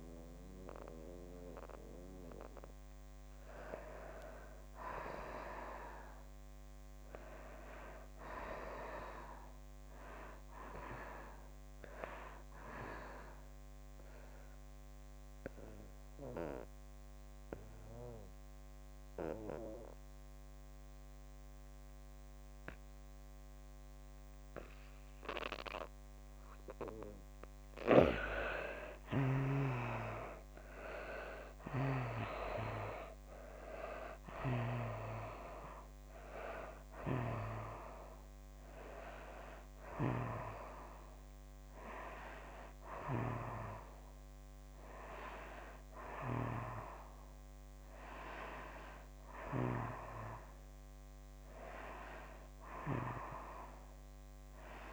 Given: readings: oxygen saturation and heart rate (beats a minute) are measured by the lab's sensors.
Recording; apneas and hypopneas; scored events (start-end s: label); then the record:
breathing in sleep by a microphone on the trachea; 1
0.00-8.00 s: oxygen desaturation (device-marked, oxygen 84% lowest)
10.50-27.50 s: mixed apnea (oxygen 98% before, 82% lowest)
29.50-32.50 s: arousal
30.00-53.00 s: oxygen desaturation (device-marked, oxygen 95% before, 82% lowest)
From the record:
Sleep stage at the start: N2 (light sleep); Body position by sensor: on the back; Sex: female